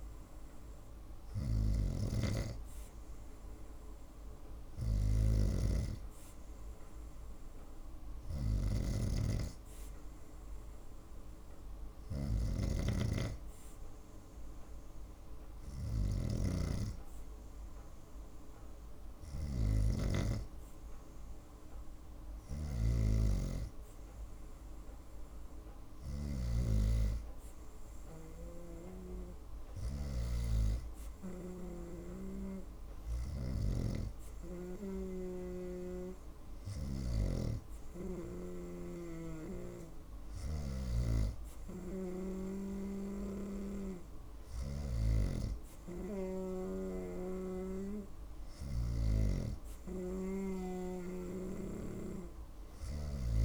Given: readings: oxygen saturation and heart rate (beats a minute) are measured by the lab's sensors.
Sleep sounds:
breathing in sleep by a room microphone; none
0.00-26.00 s: snoring (device-marked)
50.00-53.44 s: snoring (device-marked)
From the record:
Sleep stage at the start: N2 (light sleep); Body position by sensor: on the right side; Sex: female

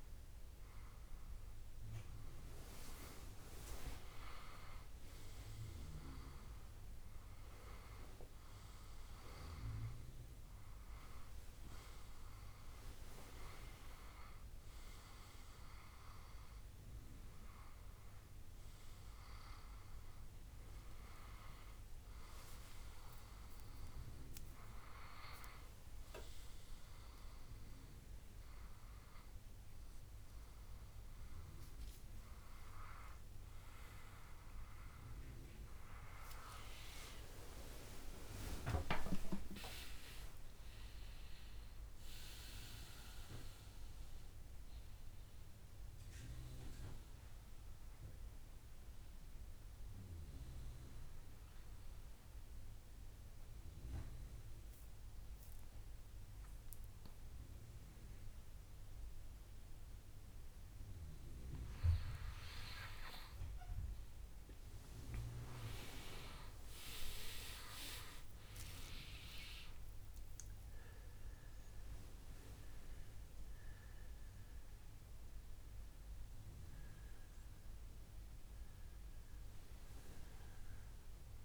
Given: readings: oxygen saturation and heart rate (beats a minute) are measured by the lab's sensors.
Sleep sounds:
breathing in sleep by a room microphone; 1
0.00-9.00 s: oxygen desaturation (device-marked, oxygen 94% lowest, heart rate 67 extreme)
31.50-36.00 s: arousal
51.00-63.50 s: mixed apnea (oxygen 97% before, 94% lowest, heart rate 73 before, 61 extreme, up 20 after)
65.00-81.45 s: new sleep stage, N1 (lightest sleep)
65.50-70.00 s: arousal
From the record:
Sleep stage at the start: N2 (light sleep); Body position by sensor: on the right side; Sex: male

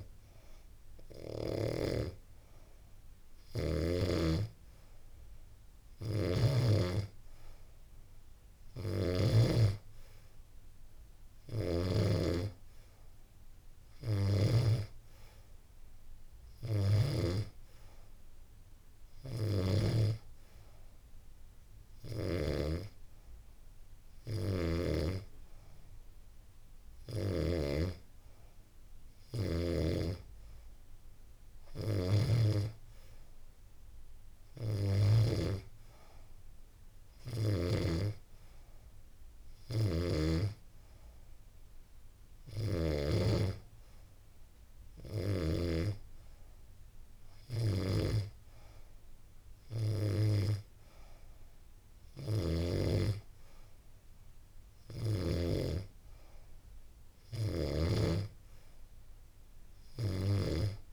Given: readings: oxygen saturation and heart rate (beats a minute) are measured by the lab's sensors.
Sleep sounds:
breathing in sleep by a room microphone; none
5.00-8.50 s: snoring (device-marked)
From the record:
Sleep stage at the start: N2 (light sleep); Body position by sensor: on the back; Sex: female

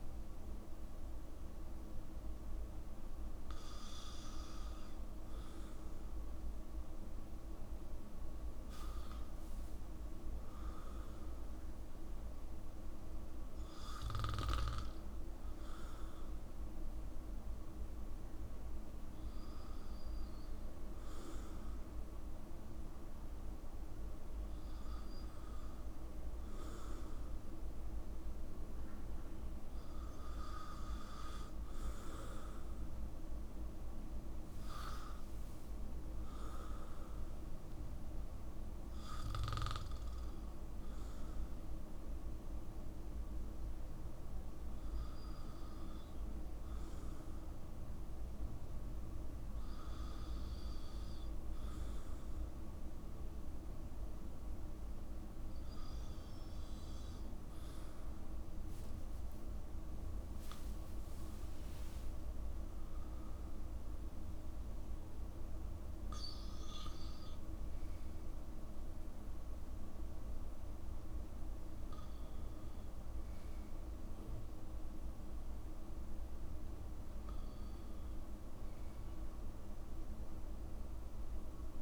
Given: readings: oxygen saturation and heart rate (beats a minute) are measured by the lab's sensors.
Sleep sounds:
breathing in sleep, hard to hear, by a room microphone; none
59.00-61.00 s: long interval between heartbeats (device-marked, heart rate 60 before, 71 extreme)
60.00-63.00 s: arousal
From the record:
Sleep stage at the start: N2 (light sleep); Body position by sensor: on the back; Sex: male

